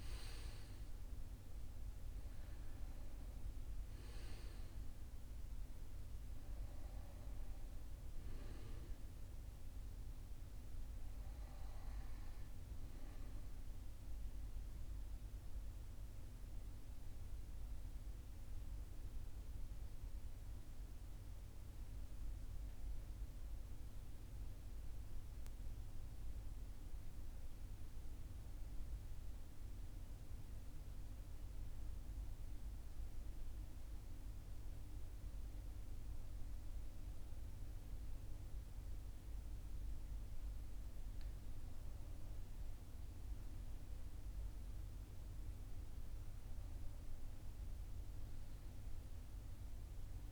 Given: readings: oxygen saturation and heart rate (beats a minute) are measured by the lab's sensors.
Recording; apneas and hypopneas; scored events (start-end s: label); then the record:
breathing in sleep, hard to hear, by a room microphone; 1
0.00-22.00 s: oxygen desaturation (device-marked, oxygen 88% lowest, heart rate 42 extreme)
16.00-40.50 s: obstructive apnea (oxygen 94% before, 88% lowest, heart rate 46 before, 42 extreme, up 1 after)
41.50-47.00 s: arousal
From the record:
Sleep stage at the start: REM sleep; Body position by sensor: on the right side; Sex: male